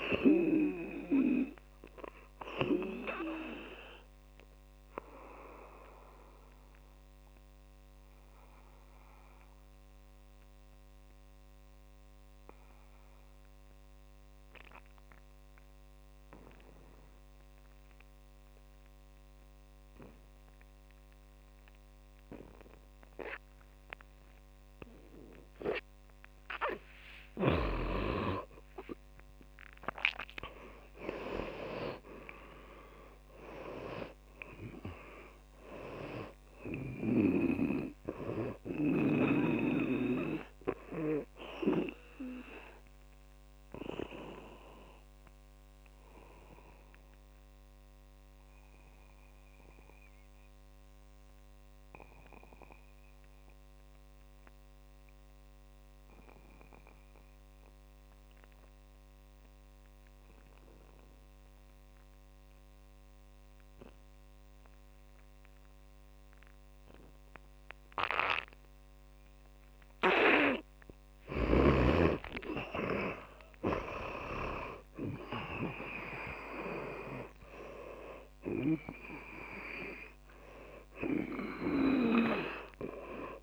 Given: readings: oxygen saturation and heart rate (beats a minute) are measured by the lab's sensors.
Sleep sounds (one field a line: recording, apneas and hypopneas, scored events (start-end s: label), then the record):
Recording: breathing in sleep by a microphone on the trachea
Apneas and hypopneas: 2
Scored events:
0.00-14.50 s: oxygen desaturation (device-marked, oxygen 87% lowest, heart rate 55 extreme)
5.00-26.50 s: mixed apnea (oxygen 100% before, 85% lowest, heart rate 72 before, 55 extreme, up 20 after)
25.50-56.50 s: oxygen desaturation (device-marked, oxygen 100% before, 85% lowest, heart rate 63 before, 53 extreme)
28.50-34.50 s: arousal
44.50-70.00 s: mixed apnea (oxygen 100% before, 83% lowest, heart rate 70 before, 53 extreme, up 10 after)
69.50-83.43 s: oxygen desaturation (device-marked, oxygen 100% before, 83% lowest, heart rate 59 before, 49 extreme)
72.00-77.00 s: arousal
From the record:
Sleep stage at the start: N2 (light sleep)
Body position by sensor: on the back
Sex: male